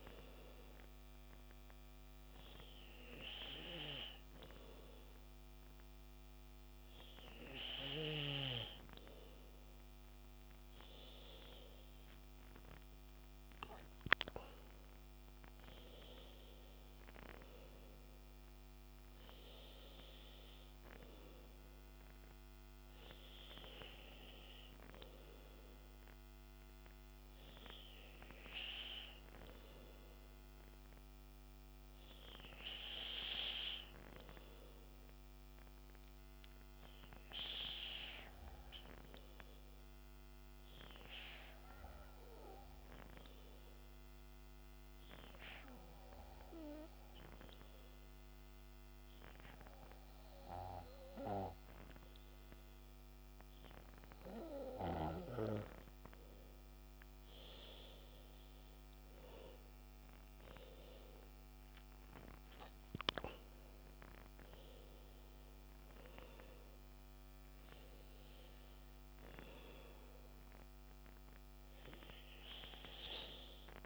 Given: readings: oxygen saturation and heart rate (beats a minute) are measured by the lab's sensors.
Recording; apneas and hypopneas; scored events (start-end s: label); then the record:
breathing in sleep by a microphone on the trachea; 1
35.00-54.00 s: hypopnea (oxygen 97% before, 95% lowest, heart rate 77 before, 68 extreme, up 12 after)
56.50-60.50 s: arousal
From the record:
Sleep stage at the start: N2 (light sleep); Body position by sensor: on the back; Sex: male